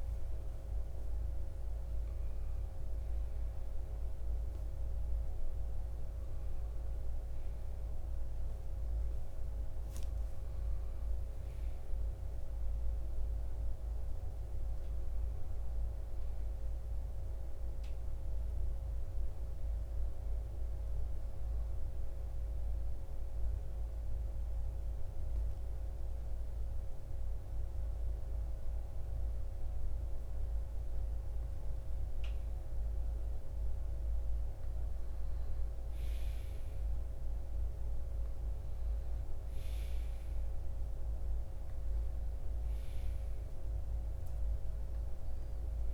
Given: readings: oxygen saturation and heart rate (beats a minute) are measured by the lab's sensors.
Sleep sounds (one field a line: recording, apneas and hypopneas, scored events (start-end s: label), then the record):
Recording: breathing in sleep, hard to hear, by a room microphone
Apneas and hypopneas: 1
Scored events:
21.50-33.50 s: hypopnea (oxygen 95% before, 90% lowest, heart rate 63 before, 59 extreme, up 5 after)
35.50-38.50 s: arousal
41.50-45.94 s: oxygen desaturation (device-marked, oxygen 95% before, 91% lowest, heart rate 61 before, 61 extreme)
From the record:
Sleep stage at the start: N1 (lightest sleep)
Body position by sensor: on the right side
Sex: male